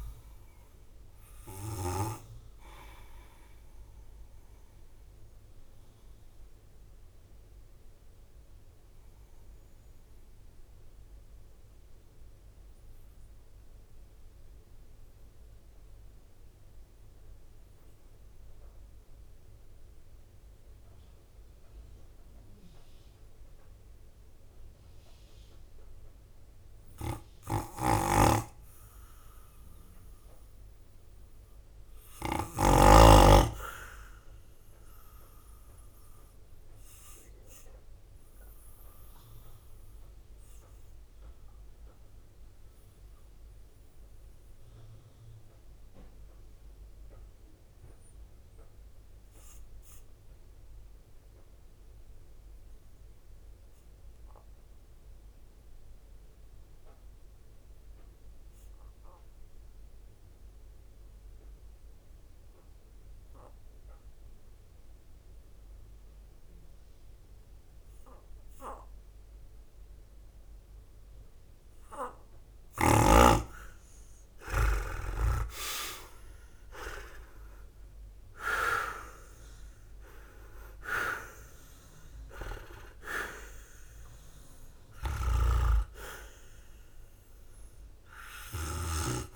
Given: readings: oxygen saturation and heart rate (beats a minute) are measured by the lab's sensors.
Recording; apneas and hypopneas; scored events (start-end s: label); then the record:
breathing in sleep by a room microphone; 2
0.00-5.50 s: drop in pulse transit time (device-marked, heart rate 52 extreme)
0.00-32.50 s: oxygen desaturation (device-marked, oxygen 81% lowest, heart rate 47 extreme)
5.00-26.00 s: obstructive apnea (oxygen 97% before, 81% lowest, heart rate 59 before, 47 extreme, up 6 after)
27.50-32.50 s: snoring (device-marked)
28.50-32.00 s: arousal
32.50-45.50 s: drop in pulse transit time (device-marked, heart rate 51 before, 48 extreme)
37.50-71.00 s: obstructive apnea (oxygen 100% before, 86% lowest, heart rate 53 before, 48 extreme, up 21 after)
55.50-71.50 s: oxygen desaturation (device-marked, oxygen 98% before, 93% lowest, heart rate 50 before, 49 extreme)
74.00-79.50 s: arousal
76.50-89.35 s: drop in pulse transit time (device-marked, heart rate 51 before, 59 extreme)
78.50-89.35 s: oxygen desaturation (device-marked, oxygen 95% before, 86% lowest, heart rate 53 before, 51 extreme)
From the record:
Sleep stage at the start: N2 (light sleep); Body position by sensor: on the right side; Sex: male